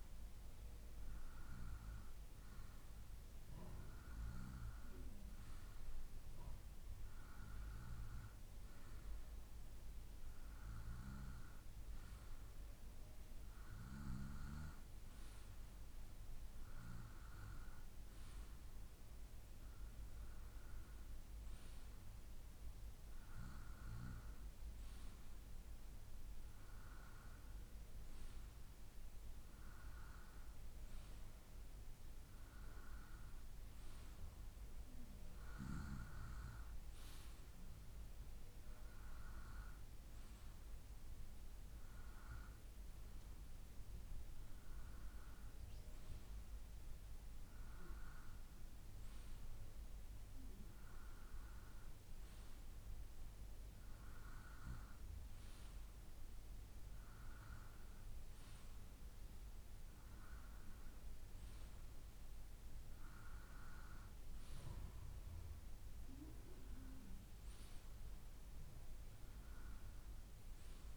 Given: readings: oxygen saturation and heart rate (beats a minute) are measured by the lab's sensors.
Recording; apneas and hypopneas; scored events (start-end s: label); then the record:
breathing in sleep by a room microphone; none
none scored
From the record:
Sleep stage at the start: N2 (light sleep); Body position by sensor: on the right side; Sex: male